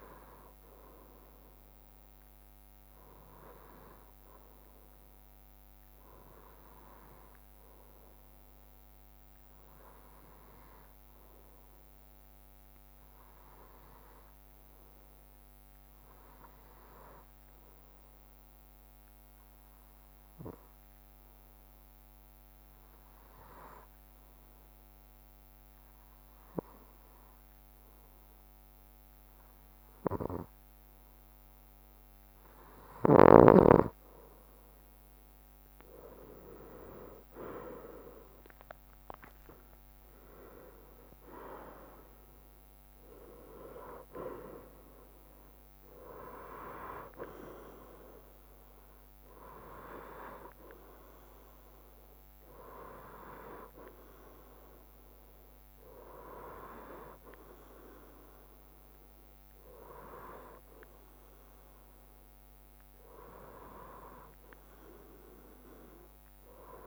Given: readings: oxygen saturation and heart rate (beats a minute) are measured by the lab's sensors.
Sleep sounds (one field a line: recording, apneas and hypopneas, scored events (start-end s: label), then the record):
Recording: breathing in sleep by a microphone on the trachea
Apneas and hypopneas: 1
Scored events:
16.00-30.50 s: obstructive apnea (oxygen 96% before, 92% lowest, heart rate 64 before, 64 extreme, up 2 after)
34.50-50.50 s: drop in pulse transit time (device-marked, heart rate 65 before, 64 extreme)
37.50-42.00 s: arousal
From the record:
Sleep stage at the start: N2 (light sleep)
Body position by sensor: on the right side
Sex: male